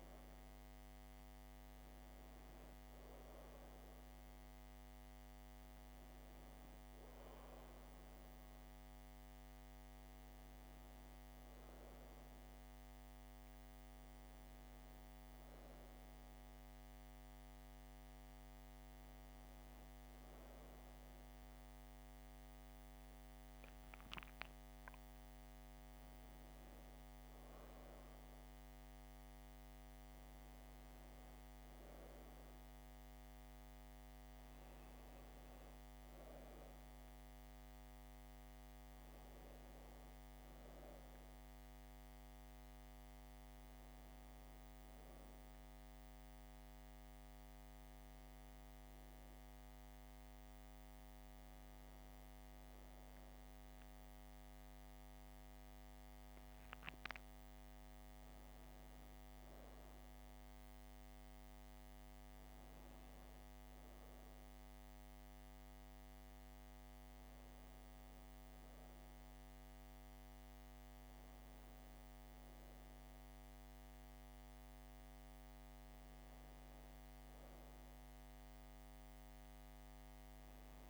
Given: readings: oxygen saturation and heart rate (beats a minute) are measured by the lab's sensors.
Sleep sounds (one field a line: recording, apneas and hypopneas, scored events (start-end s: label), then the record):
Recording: breathing in sleep, hard to hear, by a microphone on the trachea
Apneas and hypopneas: none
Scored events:
none scored
From the record:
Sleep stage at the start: N1 (lightest sleep)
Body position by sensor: on the back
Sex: female